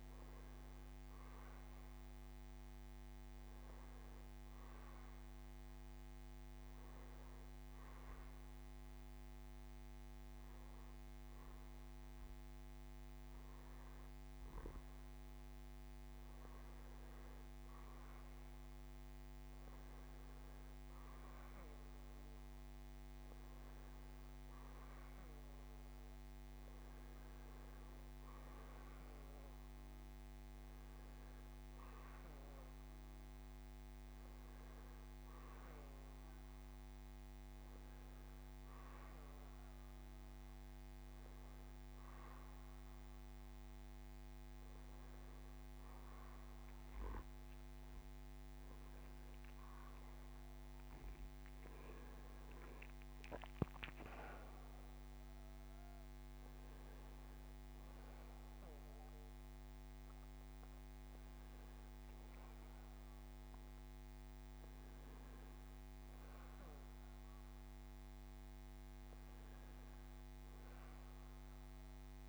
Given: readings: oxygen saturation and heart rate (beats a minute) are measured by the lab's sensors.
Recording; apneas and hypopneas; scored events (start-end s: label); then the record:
breathing in sleep, hard to hear, by a microphone on the trachea; none
48.50-52.50 s: arousal
From the record:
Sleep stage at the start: N2 (light sleep); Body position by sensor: on the back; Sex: male